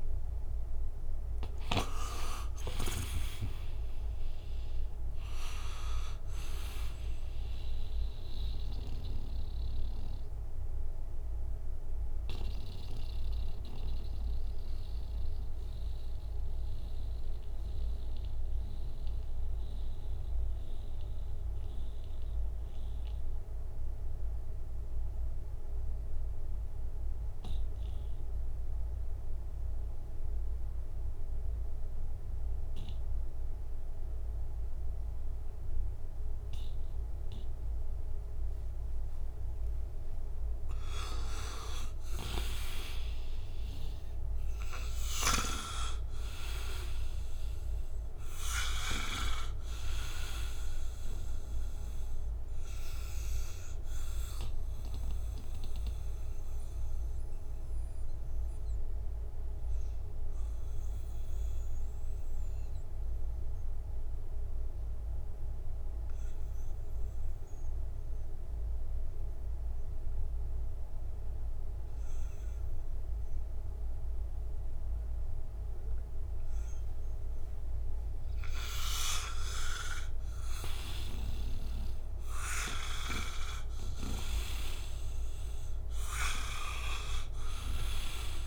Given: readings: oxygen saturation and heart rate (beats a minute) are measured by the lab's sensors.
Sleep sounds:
breathing in sleep by a room microphone; 2
0.00-28.50 s: oxygen desaturation (device-marked, oxygen 77% lowest, heart rate 57 extreme)
10.50-38.50 s: mixed apnea (oxygen 97% before, 77% lowest, heart rate 71 before, 57 extreme, up 17 after)
41.00-46.00 s: arousal
44.50-74.50 s: oxygen desaturation (device-marked, oxygen 98% before, 82% lowest, heart rate 62 before, 56 extreme)
56.50-79.50 s: mixed apnea (oxygen 98% before, 82% lowest, heart rate 75 before, 56 extreme, up 47 after)
80.50-87.50 s: snoring (device-marked)
81.00-86.00 s: arousal
81.50-88.46 s: oxygen desaturation (device-marked, oxygen 98% before, 84% lowest, heart rate 62 before, 59 extreme)
From the record:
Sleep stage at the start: N2 (light sleep); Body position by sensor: on the right side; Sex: male

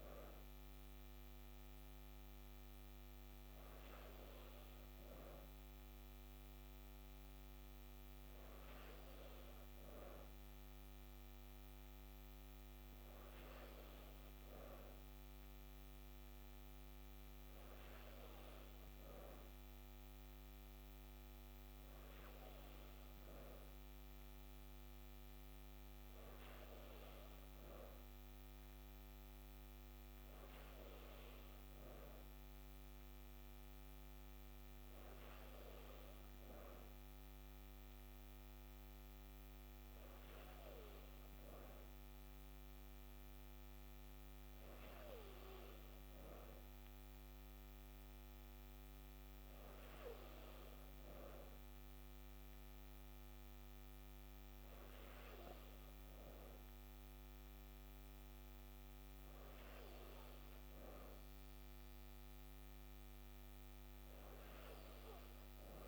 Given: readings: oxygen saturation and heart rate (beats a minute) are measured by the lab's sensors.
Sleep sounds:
breathing in sleep, hard to hear, by a microphone on the trachea; none
none scored
From the record:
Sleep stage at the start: N3 (deep sleep); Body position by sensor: on the back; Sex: female

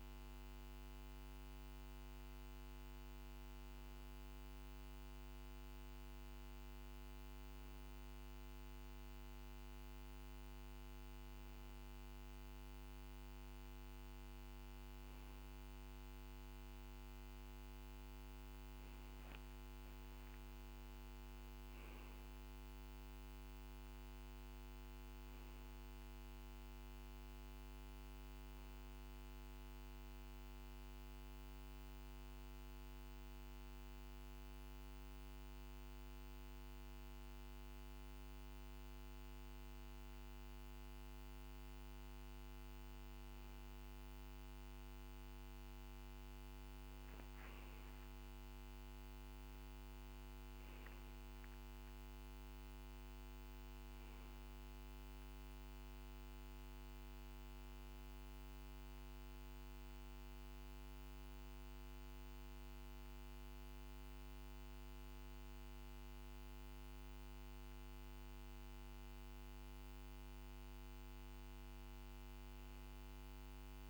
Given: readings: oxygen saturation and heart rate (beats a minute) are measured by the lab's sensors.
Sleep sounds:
breathing in sleep, hard to hear, by a microphone on the trachea; none
none scored
From the record:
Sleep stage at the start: N2 (light sleep); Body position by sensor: on the back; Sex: male

